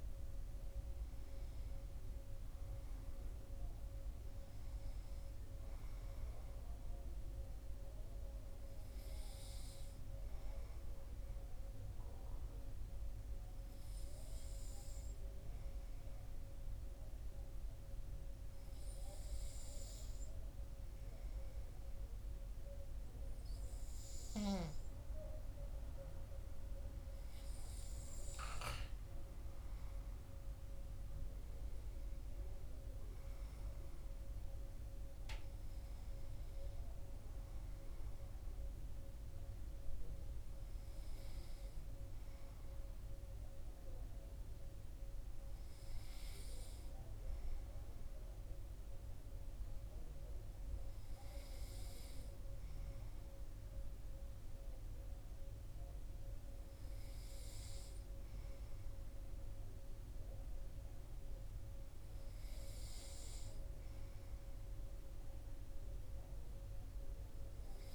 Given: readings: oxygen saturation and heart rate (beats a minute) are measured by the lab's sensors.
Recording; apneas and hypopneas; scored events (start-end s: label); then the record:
breathing in sleep, hard to hear, by a room microphone; 1
10.50-25.00 s: hypopnea (oxygen 97% before, 94% lowest, heart rate 58 before, 53 extreme, up 5 after)
26.00-29.50 s: arousal
From the record:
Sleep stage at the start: N2 (light sleep); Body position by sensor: on the back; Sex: male